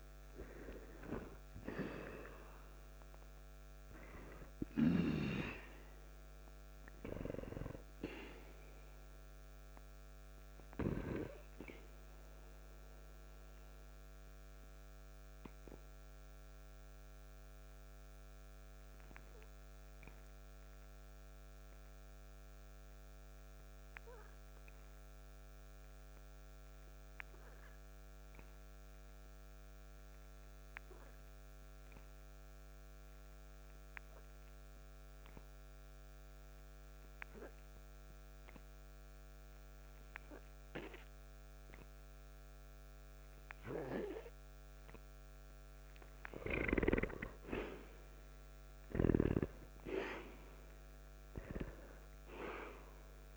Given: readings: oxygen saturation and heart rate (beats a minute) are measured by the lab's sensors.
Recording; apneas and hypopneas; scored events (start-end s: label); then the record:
breathing in sleep by a microphone on the trachea; 1
0.00-2.50 s: arousal
12.00-45.00 s: obstructive apnea (oxygen 94% before, 84% lowest, heart rate 58 before, 54 extreme, up 3 after)
24.50-38.50 s: oxygen desaturation (device-marked, oxygen 92% before, 87% lowest, heart rate 59 before, 54 extreme)
46.50-53.37 s: oxygen desaturation (device-marked, oxygen 97% before, 84% lowest, heart rate 56 before, 54 extreme)
48.00-51.50 s: arousal
From the record:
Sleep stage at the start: N2 (light sleep); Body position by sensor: on the back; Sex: male